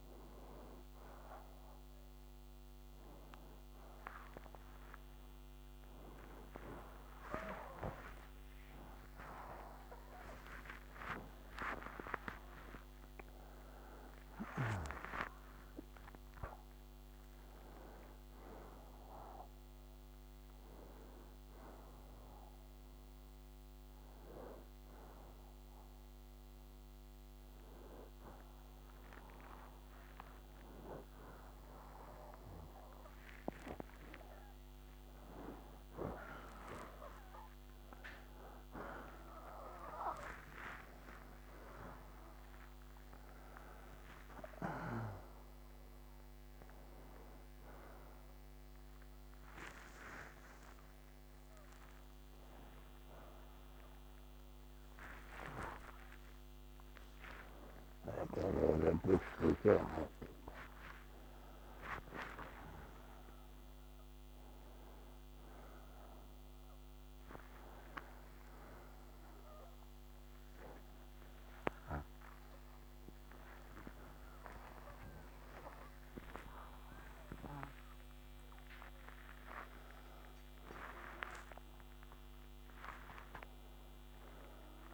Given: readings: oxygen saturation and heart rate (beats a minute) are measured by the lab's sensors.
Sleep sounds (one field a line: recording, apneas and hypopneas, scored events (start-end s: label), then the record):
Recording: a person awake in a sleep study, by a microphone on the trachea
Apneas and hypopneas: none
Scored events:
39.50-46.50 s: oxygen desaturation (device-marked, oxygen 92% before, 89% lowest, heart rate 123 before, 66 extreme)
From the record:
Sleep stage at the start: awake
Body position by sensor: on the back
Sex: male